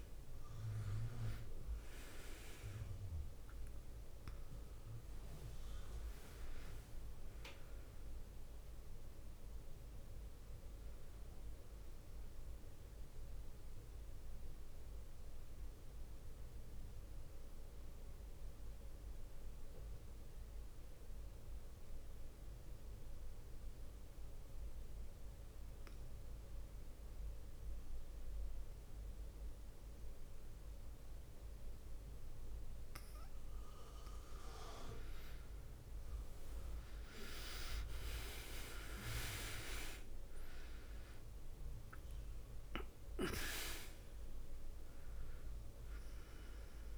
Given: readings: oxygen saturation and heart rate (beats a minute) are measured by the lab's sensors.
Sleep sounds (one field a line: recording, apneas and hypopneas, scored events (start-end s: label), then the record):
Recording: breathing in sleep by a room microphone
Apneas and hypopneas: 1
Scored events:
0.00-24.50 s: oxygen desaturation (device-marked, oxygen 90% lowest, heart rate 48 extreme)
13.50-33.50 s: mixed apnea (oxygen 100% before, 90% lowest, heart rate 59 before, 48 extreme, up 9 after)
35.50-40.00 s: arousal
37.50-46.98 s: oxygen desaturation (device-marked, oxygen 100% before, 92% lowest, heart rate 50 before, 49 extreme)
From the record:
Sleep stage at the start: N2 (light sleep)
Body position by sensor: on the back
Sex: female